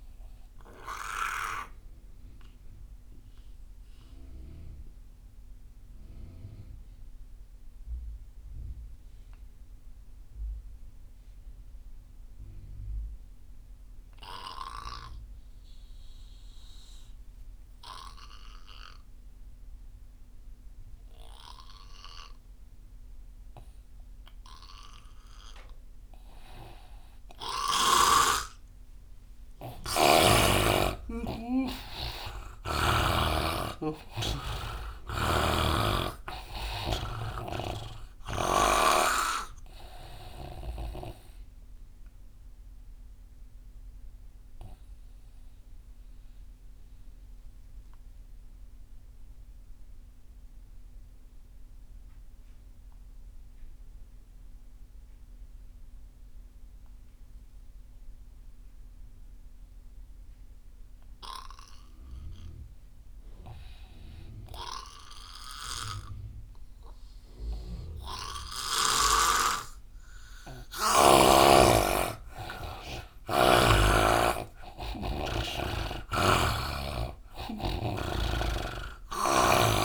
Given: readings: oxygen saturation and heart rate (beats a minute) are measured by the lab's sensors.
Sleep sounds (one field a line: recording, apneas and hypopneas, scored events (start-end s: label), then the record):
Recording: breathing in sleep by a room microphone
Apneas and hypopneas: 2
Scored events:
0.00-12.00 s: oxygen desaturation (device-marked, oxygen 87% lowest)
1.00-28.00 s: mixed apnea (oxygen 99% before, 82% lowest)
23.00-51.00 s: oxygen desaturation (device-marked, oxygen 99% before, 82% lowest)
30.00-33.50 s: arousal
35.50-39.00 s: snoring (device-marked)
43.00-70.50 s: obstructive apnea (oxygen 99% before, 82% lowest)
66.00-79.85 s: oxygen desaturation (device-marked, oxygen 99% before, 83% lowest)
70.50-73.00 s: arousal
76.50-79.85 s: snoring (device-marked)
From the record:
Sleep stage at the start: N2 (light sleep)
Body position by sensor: on the right side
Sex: male